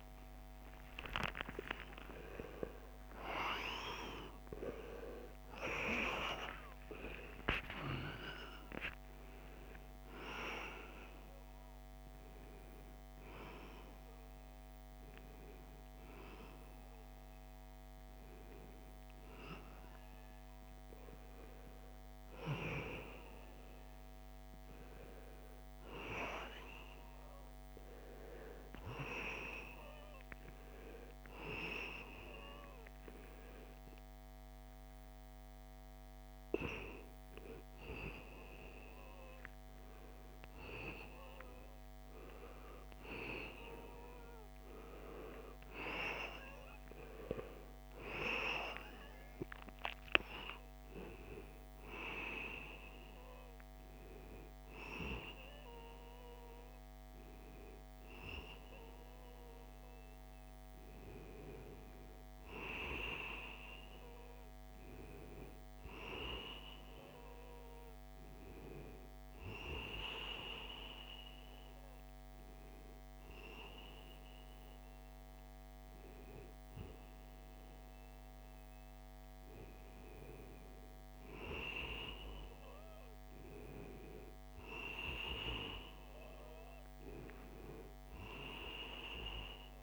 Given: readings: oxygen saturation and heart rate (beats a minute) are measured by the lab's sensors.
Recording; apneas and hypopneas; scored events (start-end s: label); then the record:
a person awake in a sleep study, by a microphone on the trachea; none
0.50-2.50 s: long interval between heartbeats (device-marked, heart rate 107 before, 128 extreme)
4.50-6.50 s: long interval between heartbeats (device-marked, heart rate 113 before, 134 extreme)
25.50-27.50 s: long interval between heartbeats (device-marked, heart rate 96 before, 90 extreme)
60.00-89.83 s: new sleep stage, N1 (lightest sleep)
62.00-64.00 s: long interval between heartbeats (device-marked, heart rate 87 before, 83 extreme)
From the record:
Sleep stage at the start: awake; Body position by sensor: on the right side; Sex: male